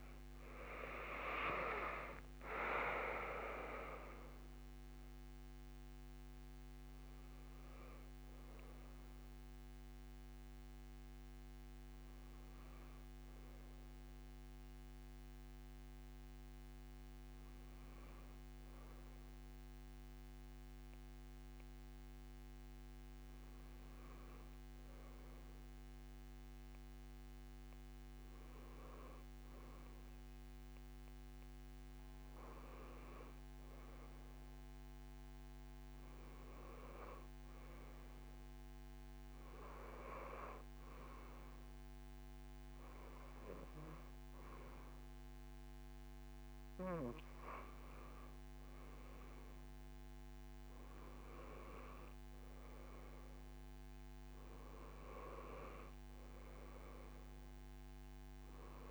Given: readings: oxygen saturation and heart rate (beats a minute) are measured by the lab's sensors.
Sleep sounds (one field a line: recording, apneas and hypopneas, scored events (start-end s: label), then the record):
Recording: a person partly awake in a sleep study, by a microphone on the trachea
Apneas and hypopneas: none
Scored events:
14.00-58.91 s: new sleep stage, N2 (light sleep)
36.00-58.91 s: oxygen desaturation (device-marked, oxygen 98% before, 93% lowest)
47.50-52.50 s: arousal
From the record:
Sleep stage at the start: awake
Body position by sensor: on the back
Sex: female